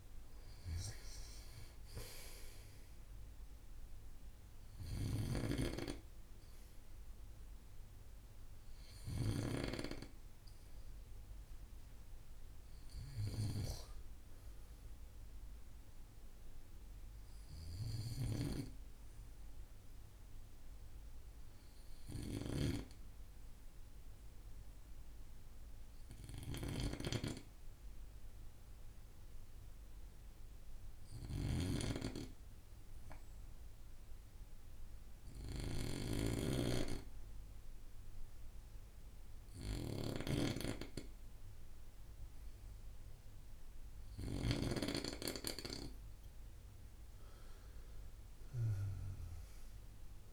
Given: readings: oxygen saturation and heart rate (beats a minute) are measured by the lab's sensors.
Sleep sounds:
breathing in sleep by a room microphone; 1
0.00-17.50 s: oxygen desaturation (device-marked, oxygen 89% lowest, heart rate 53 extreme)
16.50-19.50 s: arousal
21.50-43.50 s: obstructive apnea (oxygen 97% before, 92% lowest, heart rate 57 before, 53 extreme, up 4 after)
26.00-44.50 s: snoring (device-marked)
43.50-50.33 s: oxygen desaturation (device-marked, oxygen 97% before, 92% lowest, heart rate 57 before, 52 extreme)
47.00-50.33 s: arousal
From the record:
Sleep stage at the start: N2 (light sleep); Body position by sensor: on the right side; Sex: male

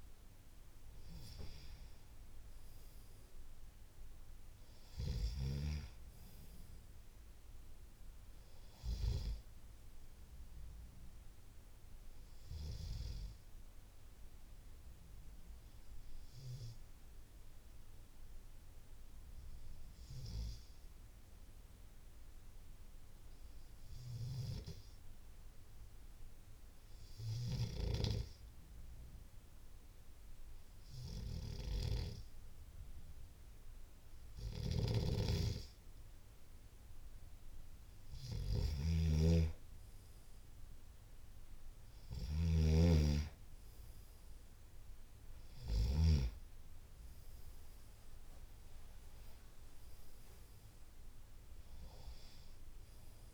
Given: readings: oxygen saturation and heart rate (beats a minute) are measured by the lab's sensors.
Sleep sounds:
breathing in sleep by a room microphone; 1
14.50-35.50 s: obstructive apnea (oxygen 94% before, 92% lowest, heart rate 75 before, 66 extreme, up 6 after)
40.00-43.00 s: arousal
From the record:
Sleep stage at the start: N2 (light sleep); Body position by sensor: on the left side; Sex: male

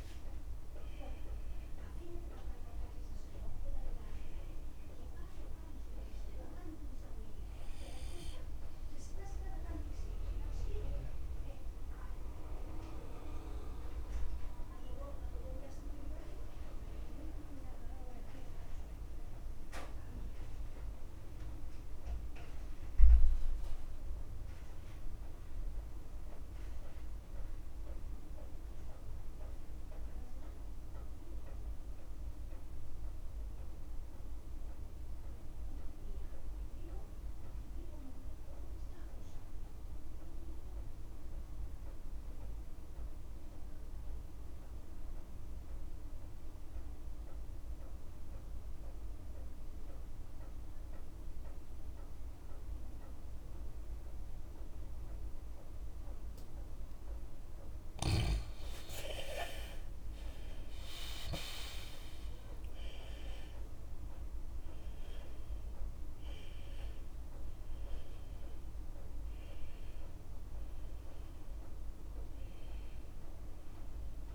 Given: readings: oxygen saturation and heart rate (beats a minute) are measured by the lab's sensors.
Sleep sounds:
breathing in sleep by a room microphone; 1
0.00-29.50 s: oxygen desaturation (device-marked, oxygen 86% lowest)
11.50-13.50 s: long interval between heartbeats (device-marked)
12.00-56.50 s: mixed apnea (oxygen 98% before, 82% lowest)
16.00-18.00 s: long interval between heartbeats (device-marked)
39.50-41.50 s: long interval between heartbeats (device-marked)
43.50-74.35 s: oxygen desaturation (device-marked, oxygen 98% before, 82% lowest)
44.50-46.50 s: long interval between heartbeats (device-marked)
51.50-53.50 s: long interval between heartbeats (device-marked, heart rate 31 before, 35 extreme)
55.00-57.00 s: long interval between heartbeats (device-marked, heart rate 35 before, 36 extreme)
58.50-62.50 s: arousal
59.00-61.00 s: long interval between heartbeats (device-marked, heart rate 40 before, 64 extreme)
62.00-64.00 s: long interval between heartbeats (device-marked, heart rate 44 before, 68 extreme)
66.00-68.00 s: long interval between heartbeats (device-marked, heart rate 45 before, 34 extreme)
From the record:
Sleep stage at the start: N2 (light sleep); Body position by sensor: on the left side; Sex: male

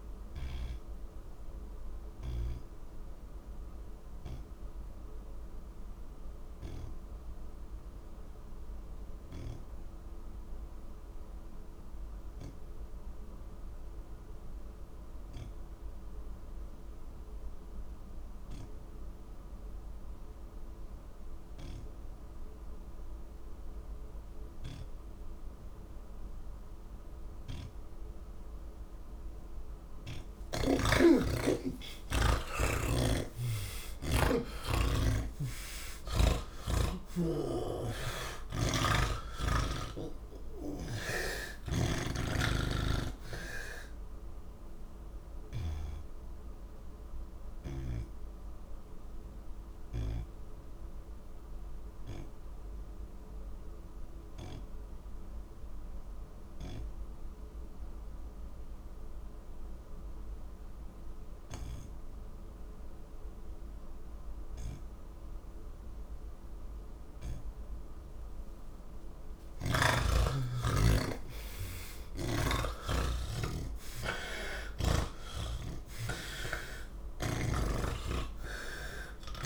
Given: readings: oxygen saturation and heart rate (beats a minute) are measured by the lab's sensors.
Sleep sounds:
breathing in sleep by a room microphone; none
30.50-41.50 s: oxygen desaturation (device-marked, oxygen 82% before, 78% lowest, heart rate 70 before, 60 extreme)
32.50-36.00 s: snoring (device-marked)
38.00-41.50 s: snoring (device-marked)
From the record:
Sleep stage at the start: N2 (light sleep); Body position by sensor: on the back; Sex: male

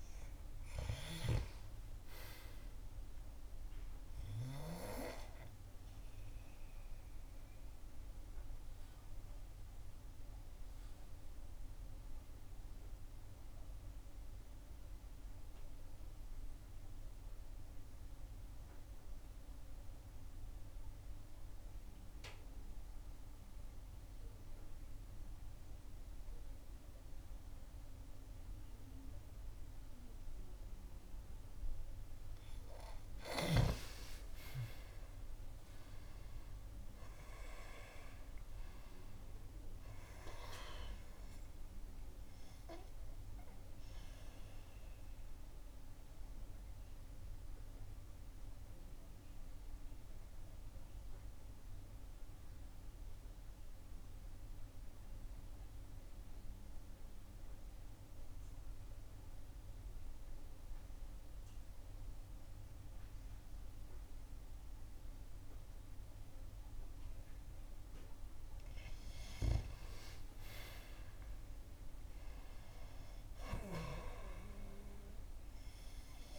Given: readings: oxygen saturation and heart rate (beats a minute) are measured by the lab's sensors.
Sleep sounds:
breathing in sleep by a room microphone; 2
0.00-1.00 s: arousal
4.00-29.00 s: oxygen desaturation (device-marked, oxygen 98% before, 91% lowest, heart rate 61 before, 51 extreme)
5.50-32.50 s: obstructive apnea (oxygen 98% before, 89% lowest, heart rate 61 before, 51 extreme, up 11 after)
34.00-39.00 s: arousal
37.00-66.00 s: oxygen desaturation (device-marked, oxygen 97% before, 89% lowest, heart rate 60 before, 53 extreme)
42.50-68.50 s: obstructive apnea (oxygen 97% before, 89% lowest, heart rate 63 before, 53 extreme, up 11 after)
69.50-74.00 s: arousal
From the record:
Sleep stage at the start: N2 (light sleep); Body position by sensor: on the back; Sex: female

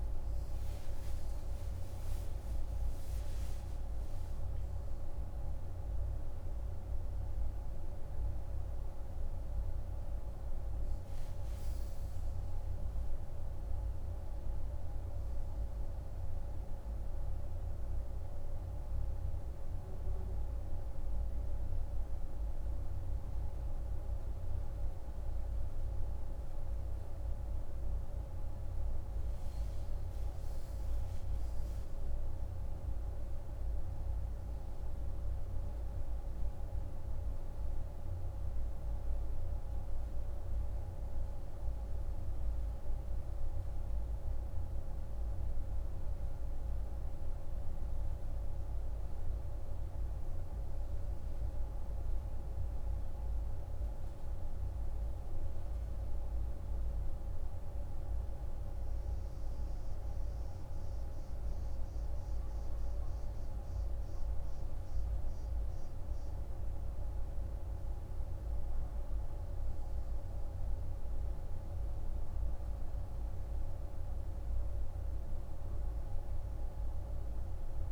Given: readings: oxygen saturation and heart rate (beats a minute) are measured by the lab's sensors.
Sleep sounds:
a person awake in a sleep study, hard to hear, by a room microphone; none
none scored
From the record:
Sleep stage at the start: awake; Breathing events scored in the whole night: 55 in 6.1 hours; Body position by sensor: on the right side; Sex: male

